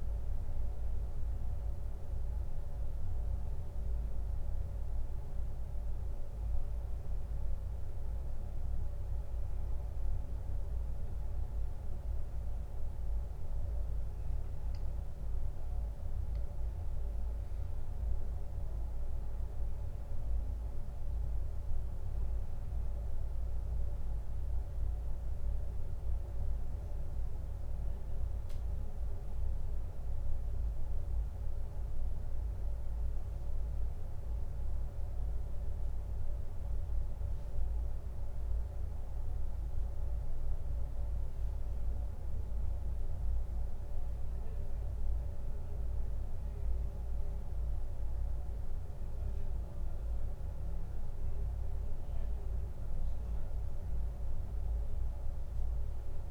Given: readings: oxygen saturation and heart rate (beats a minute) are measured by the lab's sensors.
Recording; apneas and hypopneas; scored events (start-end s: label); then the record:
breathing in sleep, hard to hear, by a room microphone; none
7.50-14.50 s: bradycardia (device-marked)
12.50-16.50 s: arousal
36.50-42.50 s: bradycardia (device-marked, heart rate 96 before, 40 extreme)
From the record:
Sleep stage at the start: N2 (light sleep); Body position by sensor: on the back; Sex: male